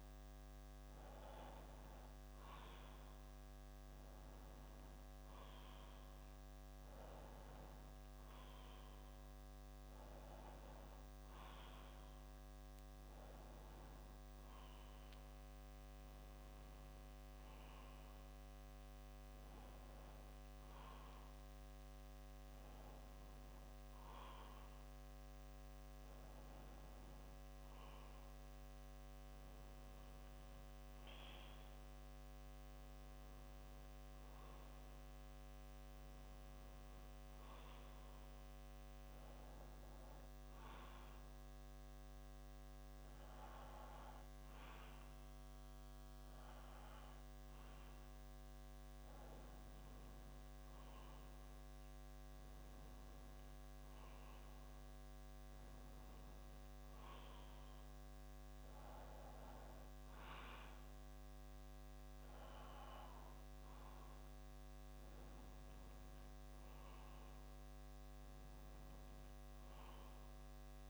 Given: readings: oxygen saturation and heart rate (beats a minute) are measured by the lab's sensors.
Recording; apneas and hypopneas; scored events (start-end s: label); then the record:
breathing in sleep, hard to hear, by a microphone on the trachea; none
none scored
From the record:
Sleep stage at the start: N2 (light sleep); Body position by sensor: on the back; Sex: male